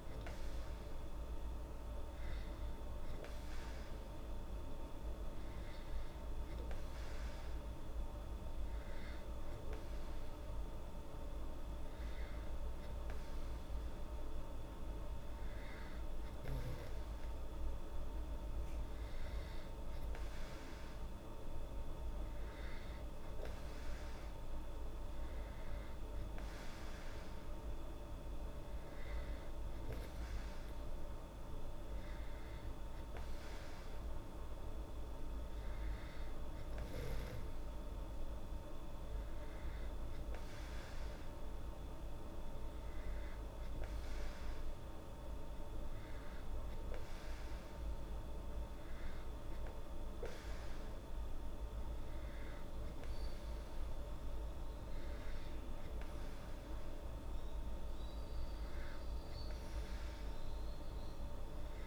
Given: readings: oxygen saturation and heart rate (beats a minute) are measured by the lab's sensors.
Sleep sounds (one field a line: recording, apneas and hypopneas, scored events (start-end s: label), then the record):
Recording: breathing in sleep, hard to hear, by a room microphone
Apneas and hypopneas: none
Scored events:
none scored
From the record:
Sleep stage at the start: N2 (light sleep)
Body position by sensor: on the back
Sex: female